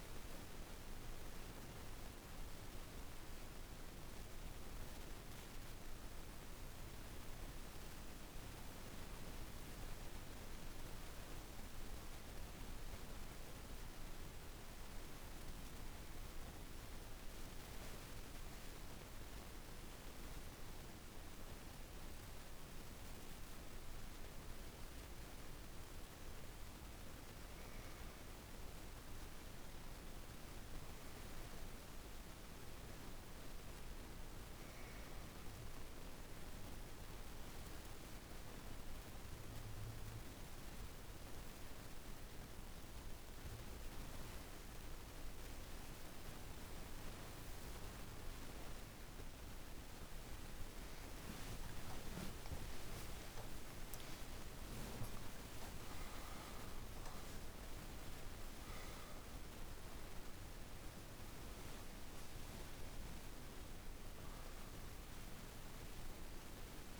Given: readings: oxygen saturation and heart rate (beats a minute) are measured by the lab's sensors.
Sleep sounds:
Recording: breathing in sleep, hard to hear, by a room microphone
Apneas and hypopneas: 1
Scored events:
0.00-2.00 s: arousal
7.00-67.00 s: new sleep stage, N2 (light sleep)
8.00-22.00 s: oxygen desaturation (device-marked, oxygen 98% before, 94% lowest, heart rate 52 before, 55 extreme)
9.50-23.00 s: hypopnea (oxygen 98% before, 90% lowest, heart rate 52 before, 55 extreme, up 2 after)
25.50-29.50 s: arousal
27.00-44.00 s: oxygen desaturation (device-marked, oxygen 95% before, 90% lowest, heart rate 55 before, 47 extreme)
49.50-53.50 s: arousal
From the record:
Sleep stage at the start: N1 (lightest sleep)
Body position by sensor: on the back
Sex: female

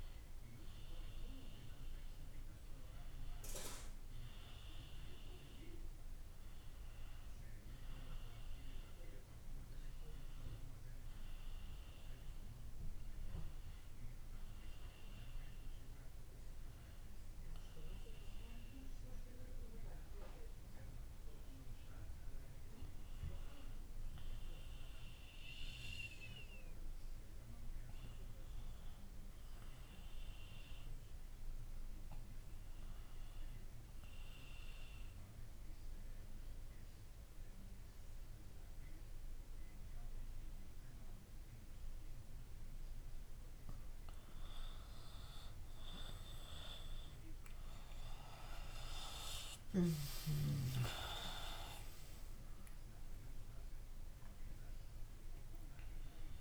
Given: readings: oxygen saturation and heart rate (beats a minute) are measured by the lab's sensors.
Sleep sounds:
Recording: a person partly awake in a sleep study, by a room microphone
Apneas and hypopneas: 1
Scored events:
15.00-45.00 s: new sleep stage, N1 (lightest sleep)
33.50-43.50 s: obstructive apnea (oxygen 93% before, 85% lowest)
45.00-56.41 s: new sleep stage, N2 (light sleep)
46.50-50.50 s: arousal
50.00-56.41 s: oxygen desaturation (device-marked, oxygen 91% before, 85% lowest)
From the record:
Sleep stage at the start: awake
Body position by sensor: on the back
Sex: female

